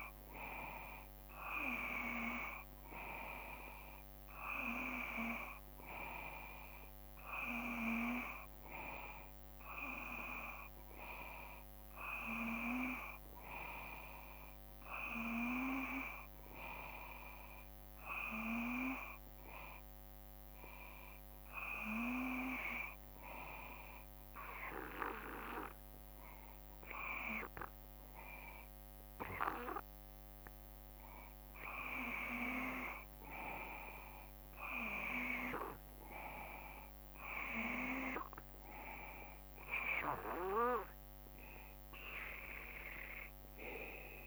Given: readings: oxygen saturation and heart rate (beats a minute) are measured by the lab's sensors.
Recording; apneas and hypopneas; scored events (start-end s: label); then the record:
breathing in sleep by a microphone on the trachea; 1
12.00-16.00 s: arousal
18.50-32.00 s: hypopnea (oxygen 94% before, 92% lowest, heart rate 56 before, 54 extreme, up 2 after)
36.00-40.00 s: arousal
From the record:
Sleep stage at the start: N2 (light sleep); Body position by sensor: on the back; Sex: male